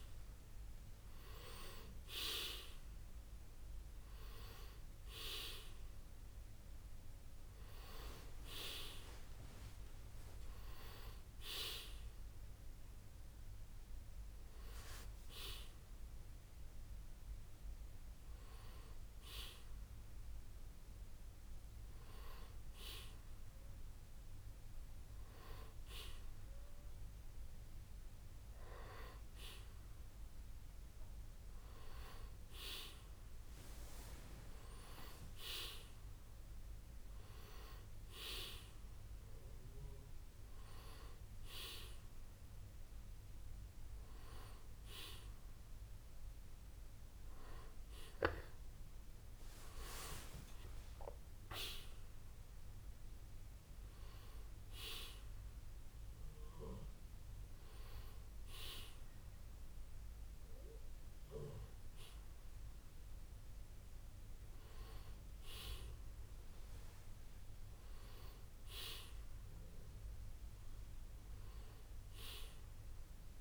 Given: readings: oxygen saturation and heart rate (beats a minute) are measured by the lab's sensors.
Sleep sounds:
breathing in sleep by a room microphone; none
none scored
From the record:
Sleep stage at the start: N1 (lightest sleep); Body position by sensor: on the back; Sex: male

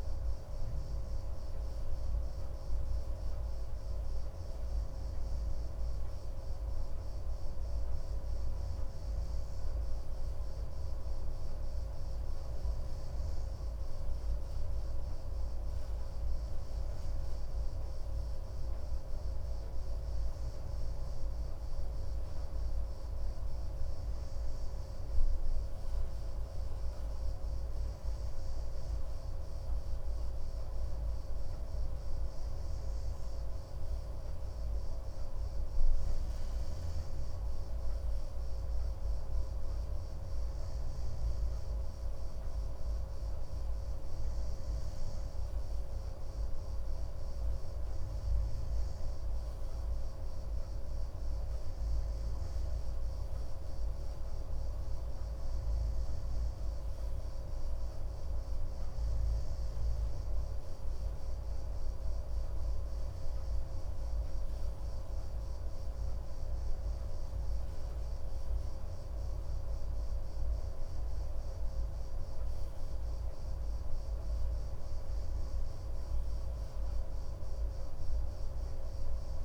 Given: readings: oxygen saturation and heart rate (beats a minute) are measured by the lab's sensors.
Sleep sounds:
breathing in sleep, hard to hear, by a room microphone; none
58.50-79.45 s: new sleep stage, REM sleep
From the record:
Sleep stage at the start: N2 (light sleep); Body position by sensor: on the right side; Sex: male

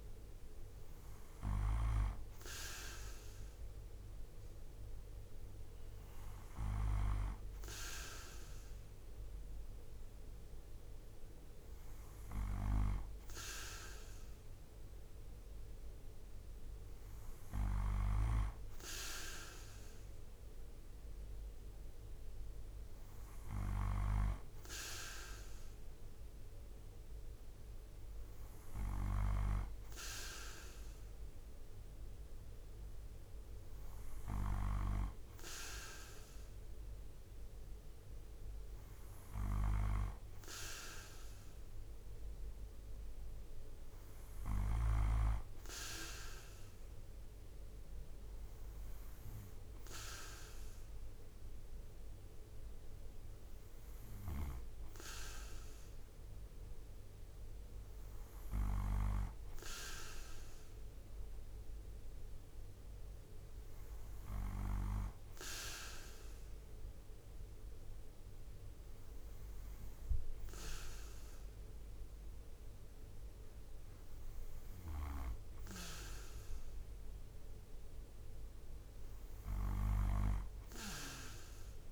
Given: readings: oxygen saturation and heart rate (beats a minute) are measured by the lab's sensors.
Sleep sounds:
breathing in sleep by a room microphone; none
none scored
From the record:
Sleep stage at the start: N2 (light sleep); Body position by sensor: on the right side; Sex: male

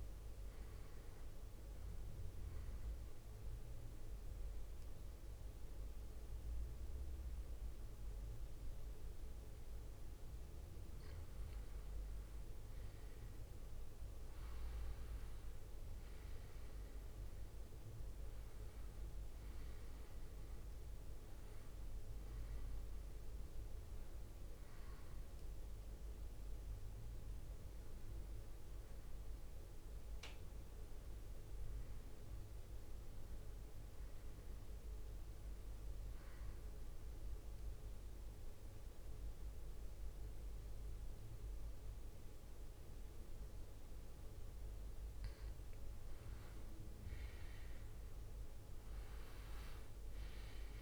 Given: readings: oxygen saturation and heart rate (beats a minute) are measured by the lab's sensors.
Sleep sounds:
breathing in sleep, hard to hear, by a room microphone; 2
0.00-1.50 s: drop in pulse transit time (device-marked, heart rate 73 extreme)
2.00-12.00 s: central apnea (oxygen 96% before, 94% lowest, heart rate 75 before, 65 extreme, up 10 after)
15.00-19.50 s: arousal
19.50-30.50 s: oxygen desaturation (device-marked, oxygen 97% before, 94% lowest, heart rate 70 before, 63 extreme)
36.00-46.50 s: mixed apnea (oxygen 97% before, 94% lowest, heart rate 71 before, 63 extreme, up 12 after)
49.00-50.81 s: arousal
From the record:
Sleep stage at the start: N2 (light sleep); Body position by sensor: on the back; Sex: male

